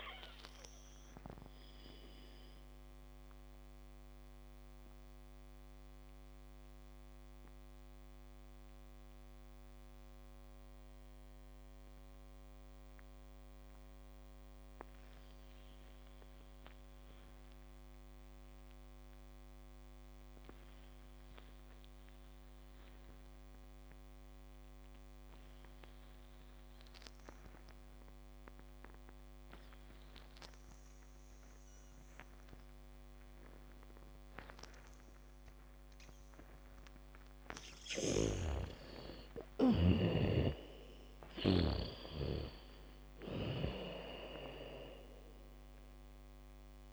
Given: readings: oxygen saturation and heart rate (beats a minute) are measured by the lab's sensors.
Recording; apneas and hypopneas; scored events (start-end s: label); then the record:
breathing in sleep by a microphone on the trachea; 1
0.00-19.50 s: oxygen desaturation (device-marked, oxygen 78% lowest, heart rate 34 extreme)
1.00-36.50 s: mixed apnea (oxygen 98% before, 77% lowest, heart rate 57 before, 39 extreme, up 2 after)
26.50-28.50 s: bradycardia (device-marked, heart rate 69 before, 64 extreme)
26.50-46.93 s: oxygen desaturation (device-marked, oxygen 98% before, 77% lowest, heart rate 74 before, 39 extreme)
30.50-43.50 s: bradycardia (device-marked, heart rate 69 before, 44 extreme)
38.00-42.00 s: snoring (device-marked)
38.50-41.50 s: arousal
From the record:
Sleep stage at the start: N2 (light sleep); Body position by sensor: on the back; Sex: female